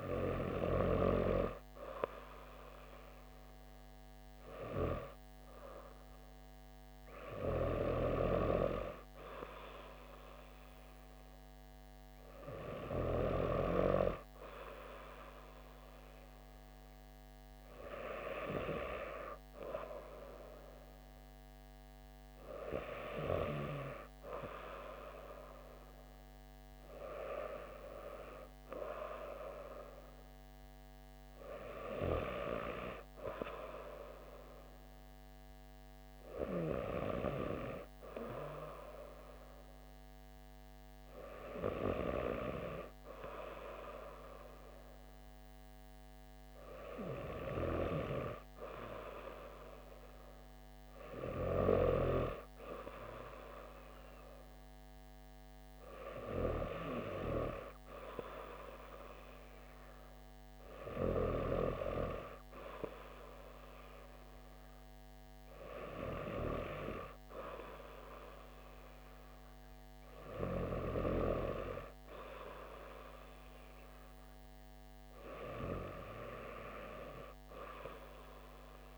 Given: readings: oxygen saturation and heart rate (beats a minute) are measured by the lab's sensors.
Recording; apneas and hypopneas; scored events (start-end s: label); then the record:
breathing in sleep by a microphone on the trachea; none
none scored
From the record:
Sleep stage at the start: N2 (light sleep); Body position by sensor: on the back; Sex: female